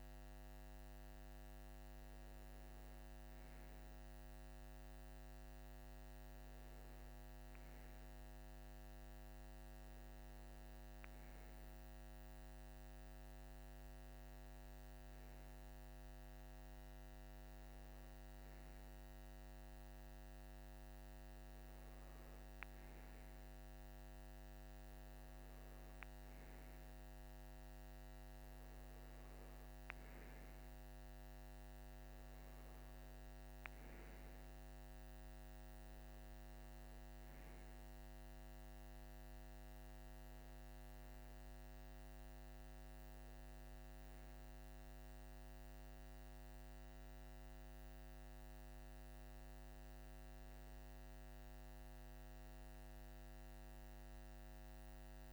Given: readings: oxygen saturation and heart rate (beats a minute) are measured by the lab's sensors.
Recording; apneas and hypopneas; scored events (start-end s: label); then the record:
breathing in sleep, hard to hear, by a microphone on the trachea; none
none scored
From the record:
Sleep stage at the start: N2 (light sleep); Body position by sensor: on the right side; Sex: male